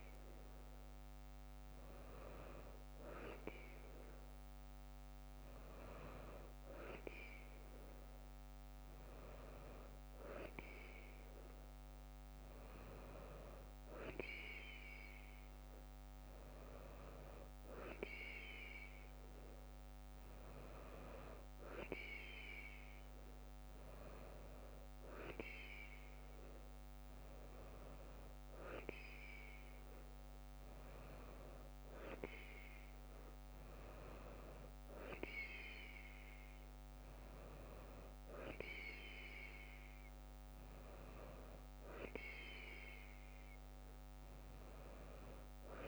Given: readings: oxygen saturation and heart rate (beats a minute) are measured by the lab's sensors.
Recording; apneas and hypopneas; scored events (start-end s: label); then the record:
breathing in sleep by a microphone on the trachea; none
none scored
From the record:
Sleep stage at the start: N2 (light sleep); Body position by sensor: on the right side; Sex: female